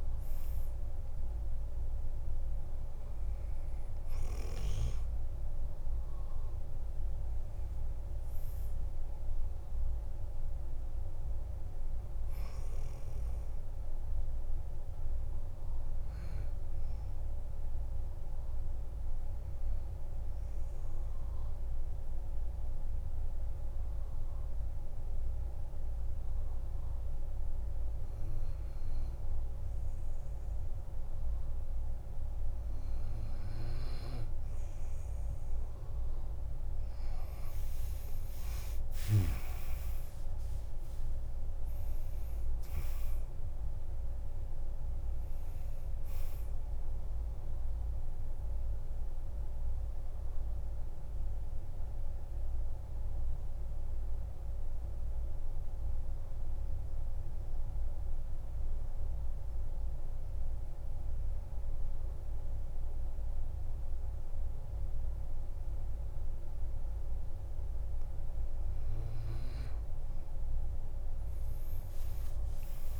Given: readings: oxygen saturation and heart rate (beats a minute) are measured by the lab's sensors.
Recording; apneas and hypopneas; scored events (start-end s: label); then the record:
breathing in sleep, hard to hear, by a room microphone; 2
20.00-33.50 s: obstructive apnea (oxygen 97% before, 91% lowest, heart rate 55 before, 46 extreme, up 11 after)
38.00-41.50 s: arousal
39.50-65.50 s: oxygen desaturation (device-marked, oxygen 97% before, 91% lowest, heart rate 53 before, 46 extreme)
48.50-67.50 s: mixed apnea (oxygen 97% before, 91% lowest, heart rate 58 before, 46 extreme, up 13 after)
71.50-73.00 s: arousal
From the record:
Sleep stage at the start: N2 (light sleep); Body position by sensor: on the back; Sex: male